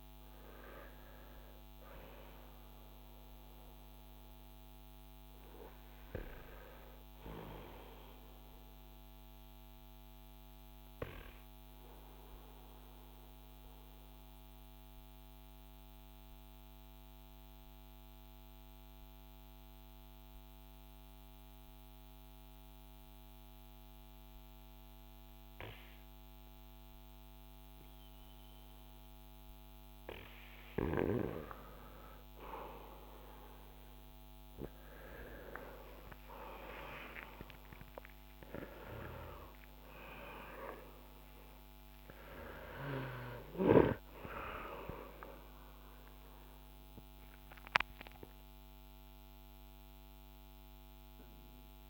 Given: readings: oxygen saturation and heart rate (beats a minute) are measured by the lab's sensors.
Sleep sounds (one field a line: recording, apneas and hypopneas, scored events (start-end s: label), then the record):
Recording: breathing in sleep by a microphone on the trachea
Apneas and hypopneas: 1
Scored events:
0.00-20.00 s: oxygen desaturation (device-marked, oxygen 91% lowest, heart rate 31 extreme)
9.00-31.50 s: obstructive apnea (oxygen 97% before, 91% lowest, heart rate 51 before, 31 extreme, up 9 after)
35.50-41.00 s: arousal
39.00-51.90 s: oxygen desaturation (device-marked, oxygen 97% before, 93% lowest, heart rate 41 before, 37 extreme)
From the record:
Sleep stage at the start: N2 (light sleep)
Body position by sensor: on the front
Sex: male